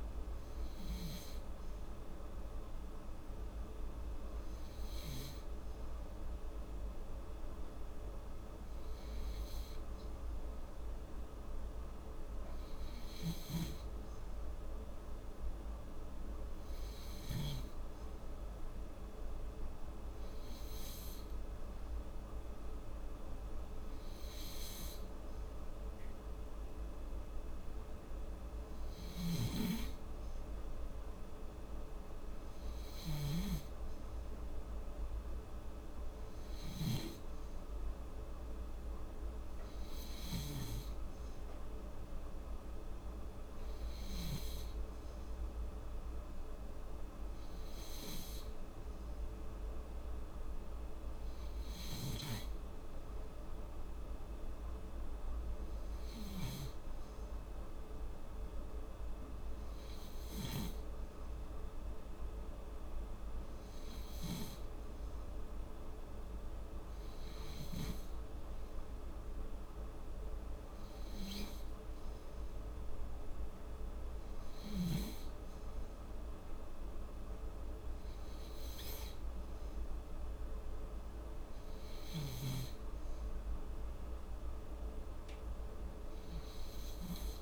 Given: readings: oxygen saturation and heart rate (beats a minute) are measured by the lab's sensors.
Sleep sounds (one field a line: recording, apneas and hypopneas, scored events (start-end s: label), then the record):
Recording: breathing in sleep by a room microphone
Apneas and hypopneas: none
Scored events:
29.00-37.00 s: snoring (device-marked)
From the record:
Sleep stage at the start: N3 (deep sleep)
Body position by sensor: on the back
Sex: female